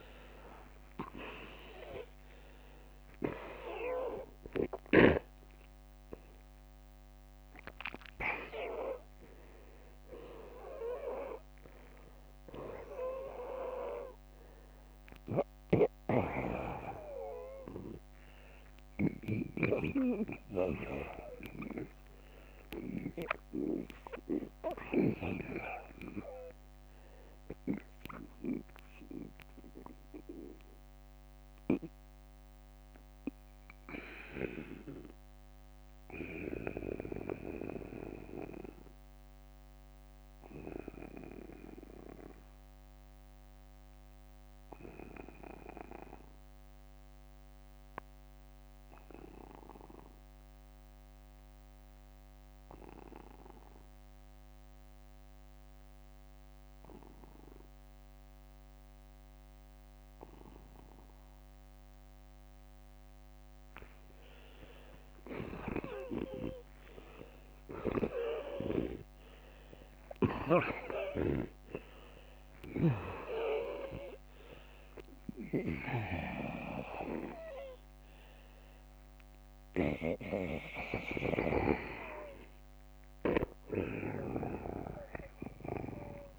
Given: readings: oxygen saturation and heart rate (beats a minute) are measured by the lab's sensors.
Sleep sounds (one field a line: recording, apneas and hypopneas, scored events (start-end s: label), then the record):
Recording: breathing in sleep by a microphone on the trachea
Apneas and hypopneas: 1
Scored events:
0.00-2.00 s: long interval between heartbeats (device-marked, heart rate 50 before, 90 extreme)
0.00-3.00 s: arousal
0.00-3.50 s: oxygen desaturation (device-marked, oxygen 90% lowest, heart rate 45 extreme)
8.50-44.50 s: oxygen desaturation (device-marked, oxygen 92% before, 77% lowest, heart rate 70 before, 44 extreme)
25.50-27.50 s: long interval between heartbeats (device-marked, heart rate 71 before, 57 extreme)
29.00-64.00 s: obstructive apnea (oxygen 92% before, 77% lowest, heart rate 69 before, 44 extreme, up 20 after)
41.50-43.50 s: long interval between heartbeats (device-marked, heart rate 63 before, 54 extreme)
68.00-74.50 s: arousal
80.50-86.39 s: oxygen desaturation (device-marked, oxygen 94% before, 81% lowest, heart rate 59 before, 40 extreme)
From the record:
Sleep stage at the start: N2 (light sleep)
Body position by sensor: on the back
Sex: male